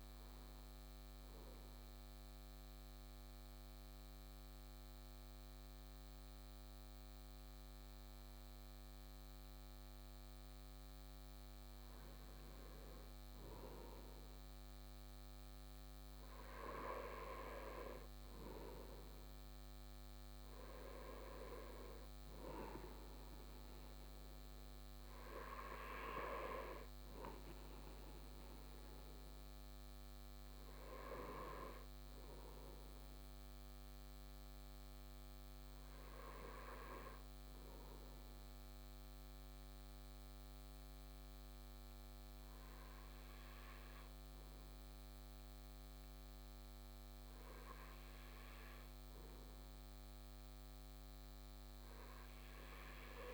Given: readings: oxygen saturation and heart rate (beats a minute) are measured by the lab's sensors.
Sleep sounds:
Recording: breathing in sleep by a microphone on the trachea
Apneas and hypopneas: 1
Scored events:
1.00-12.00 s: central apnea (oxygen 99% before, 94% lowest, heart rate 58 before, 56 extreme, up 4 after)
15.00-19.50 s: arousal
15.50-33.50 s: oxygen desaturation (device-marked, oxygen 97% before, 94% lowest, heart rate 58 before, 56 extreme)
From the record:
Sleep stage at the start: N2 (light sleep)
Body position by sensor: on the right side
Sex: male

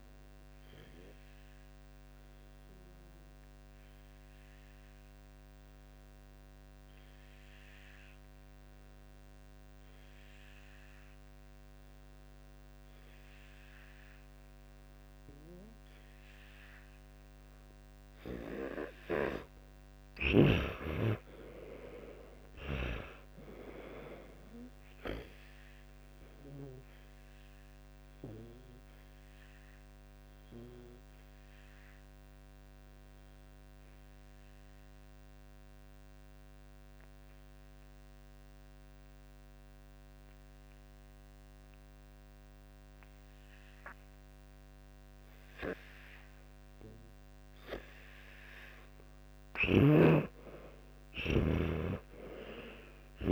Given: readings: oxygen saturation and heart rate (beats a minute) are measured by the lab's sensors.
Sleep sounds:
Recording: breathing in sleep by a microphone on the trachea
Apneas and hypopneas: 2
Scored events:
0.00-20.00 s: oxygen desaturation (device-marked, oxygen 97% before, 90% lowest, heart rate 68 before, 56 extreme)
2.00-17.50 s: obstructive apnea (oxygen 98% before, 90% lowest, heart rate 69 before, 56 extreme, up 15 after)
21.50-25.50 s: arousal
28.50-48.00 s: obstructive apnea (oxygen 98% before, 90% lowest, heart rate 63 before, 55 extreme, up 21 after)
33.00-43.00 s: oxygen desaturation (device-marked, oxygen 98% before, 91% lowest, heart rate 63 before, 55 extreme)
49.50-53.32 s: snoring (device-marked)
50.50-53.32 s: arousal
From the record:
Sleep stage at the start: N2 (light sleep)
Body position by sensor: on the back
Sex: male

